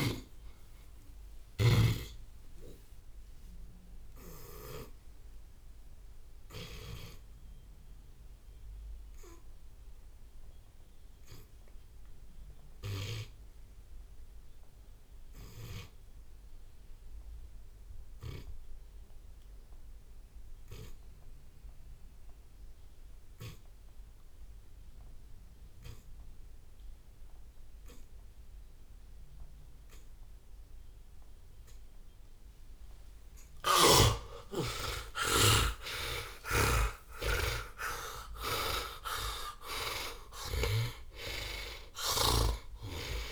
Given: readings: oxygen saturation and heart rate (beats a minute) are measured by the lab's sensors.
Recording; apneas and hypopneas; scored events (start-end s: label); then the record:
breathing in sleep by a room microphone; 1
0.00-16.50 s: oxygen desaturation (device-marked, oxygen 79% lowest)
3.50-5.50 s: long interval between heartbeats (device-marked, heart rate 66 before, 28 extreme)
6.00-25.00 s: obstructive apnea (oxygen 90% before, 79% lowest)
32.50-39.50 s: drop in pulse transit time (device-marked)
33.00-40.00 s: arousal
36.00-40.50 s: snoring (device-marked)
39.50-41.50 s: long interval between heartbeats (device-marked)
From the record:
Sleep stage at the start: N2 (light sleep); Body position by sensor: on the back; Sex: male